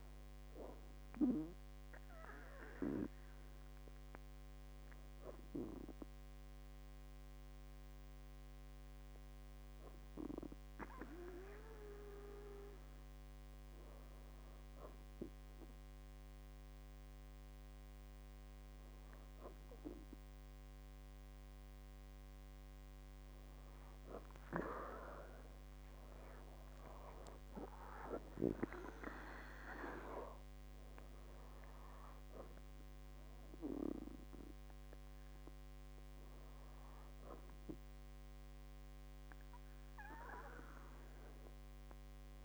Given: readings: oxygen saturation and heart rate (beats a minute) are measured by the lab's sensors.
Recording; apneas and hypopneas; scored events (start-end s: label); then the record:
breathing in sleep by a microphone on the trachea; 1
3.00-10.00 s: bradycardia (device-marked, heart rate 69 before, 58 extreme)
5.00-21.50 s: hypopnea (oxygen 99% before, 96% lowest, heart rate 68 before, 58 extreme, up 19 after)
25.00-28.50 s: arousal
From the record:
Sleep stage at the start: N2 (light sleep); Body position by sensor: on the back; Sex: female